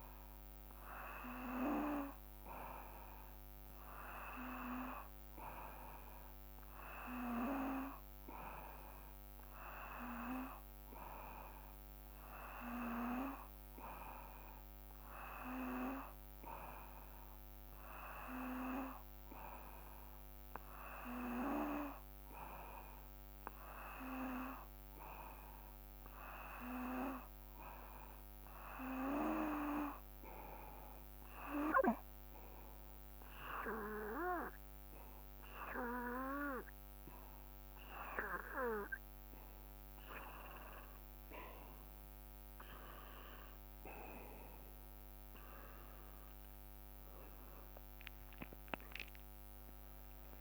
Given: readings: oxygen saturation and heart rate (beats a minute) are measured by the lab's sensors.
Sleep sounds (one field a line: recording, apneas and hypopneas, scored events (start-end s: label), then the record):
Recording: breathing in sleep by a microphone on the trachea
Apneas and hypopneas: 1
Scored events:
22.00-38.00 s: hypopnea (oxygen 94% before, 90% lowest, heart rate 58 before, 54 extreme, up 0 after)
45.50-49.50 s: arousal
From the record:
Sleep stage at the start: N2 (light sleep)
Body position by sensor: on the back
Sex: male